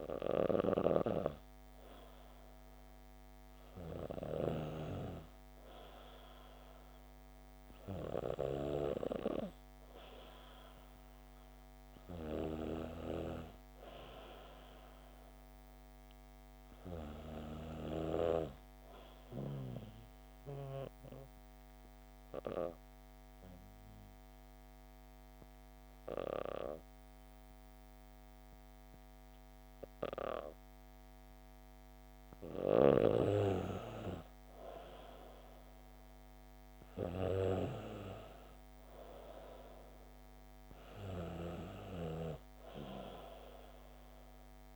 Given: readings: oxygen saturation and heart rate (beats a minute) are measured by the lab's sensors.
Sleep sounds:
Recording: breathing in sleep by a microphone on the trachea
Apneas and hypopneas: 1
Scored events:
19.50-32.00 s: obstructive apnea (oxygen 97% before, 94% lowest, heart rate 65 before, 64 extreme, up 3 after)
33.50-37.50 s: arousal
From the record:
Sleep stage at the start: N2 (light sleep)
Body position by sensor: on the back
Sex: female

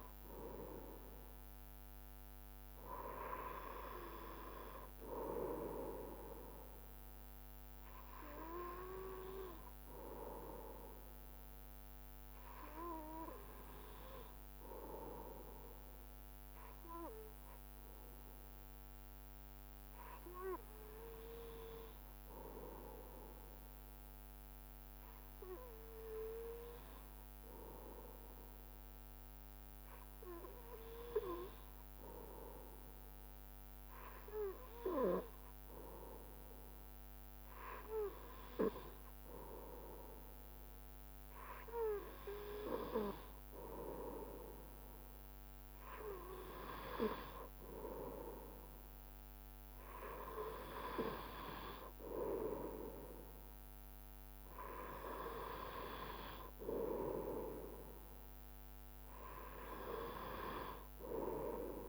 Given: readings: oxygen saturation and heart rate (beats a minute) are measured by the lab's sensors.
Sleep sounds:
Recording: breathing in sleep by a microphone on the trachea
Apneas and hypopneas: 1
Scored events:
7.00-10.00 s: arousal
13.00-34.50 s: hypopnea (oxygen 95% before, 93% lowest, heart rate 72 before, 70 extreme, up 4 after)
39.50-44.50 s: arousal
From the record:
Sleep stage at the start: N2 (light sleep)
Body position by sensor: on the right side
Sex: male

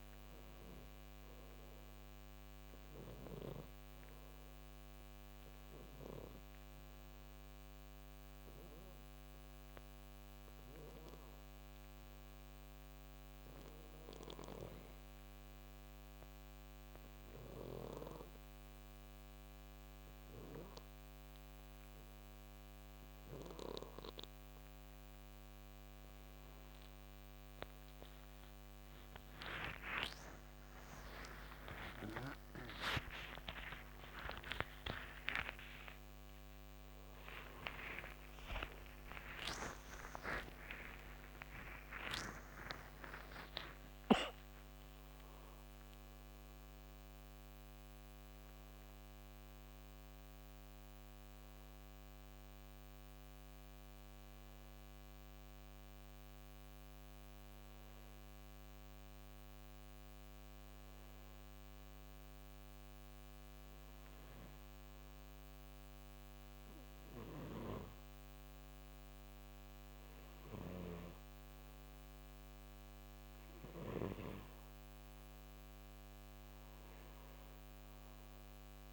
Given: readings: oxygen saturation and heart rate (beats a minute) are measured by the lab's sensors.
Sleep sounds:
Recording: breathing in sleep by a microphone on the trachea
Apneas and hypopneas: 2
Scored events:
0.00-12.50 s: oxygen desaturation (device-marked, oxygen 89% lowest, heart rate 65 extreme)
4.50-25.50 s: obstructive apnea (oxygen 93% before, 89% lowest, heart rate 67 before, 65 extreme, up 32 after)
27.00-31.00 s: arousal
28.50-56.50 s: oxygen desaturation (device-marked, oxygen 94% before, 89% lowest, heart rate 66 before, 63 extreme)
33.50-63.50 s: new sleep stage, N1 (lightest sleep)
52.00-56.50 s: arousal
57.50-70.00 s: hypopnea (oxygen 96% before, 88% lowest, heart rate 108 before, 63 extreme, up 4 after)
63.50-78.93 s: new sleep stage, N2 (light sleep)
69.50-78.93 s: oxygen desaturation (device-marked, oxygen 97% before, 91% lowest, heart rate 70 before, 57 extreme)
73.00-78.50 s: arousal
From the record:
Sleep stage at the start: N2 (light sleep)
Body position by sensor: on the right side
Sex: male

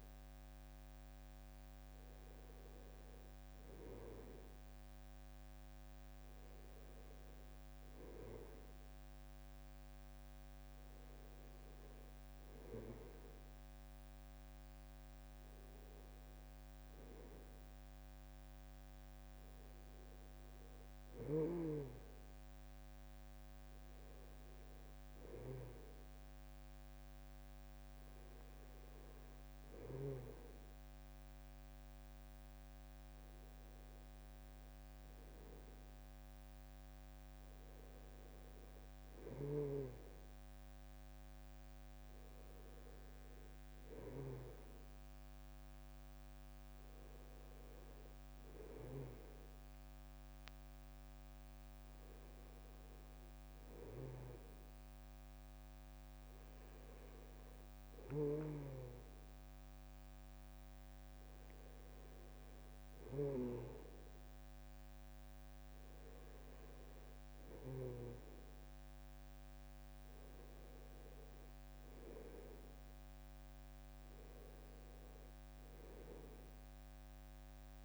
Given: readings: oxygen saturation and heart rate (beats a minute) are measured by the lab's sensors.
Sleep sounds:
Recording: breathing in sleep by a microphone on the trachea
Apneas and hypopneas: none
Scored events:
none scored
From the record:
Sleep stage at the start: N2 (light sleep)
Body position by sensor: on the back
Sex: male

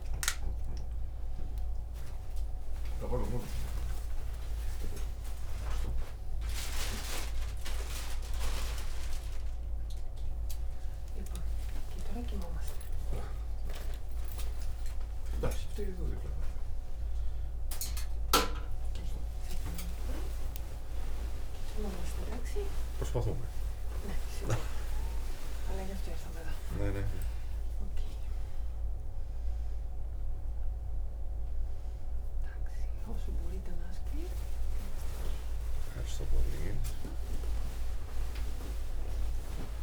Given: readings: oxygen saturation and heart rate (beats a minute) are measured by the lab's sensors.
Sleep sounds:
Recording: a person awake in a sleep study, by a room microphone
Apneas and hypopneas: none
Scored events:
none scored
From the record:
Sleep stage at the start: awake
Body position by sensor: on the right side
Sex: male

